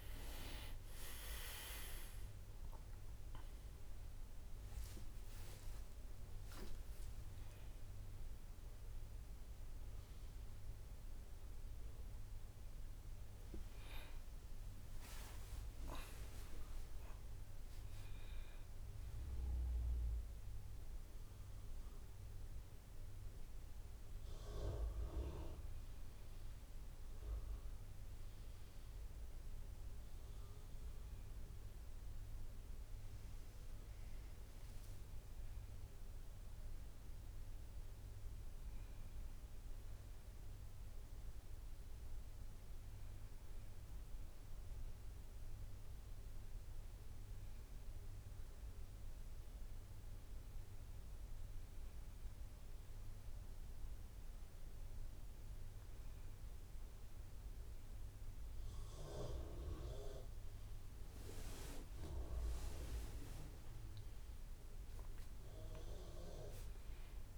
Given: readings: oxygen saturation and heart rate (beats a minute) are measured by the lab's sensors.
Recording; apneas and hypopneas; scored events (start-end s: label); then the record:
breathing in sleep by a room microphone; none
0.00-20.50 s: drop in pulse transit time (device-marked, heart rate 59 extreme)
36.50-46.50 s: drop in pulse transit time (device-marked, heart rate 59 before, 57 extreme)
63.50-67.37 s: drop in pulse transit time (device-marked, heart rate 59 before, 63 extreme)
From the record:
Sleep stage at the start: N2 (light sleep); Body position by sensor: on the back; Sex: male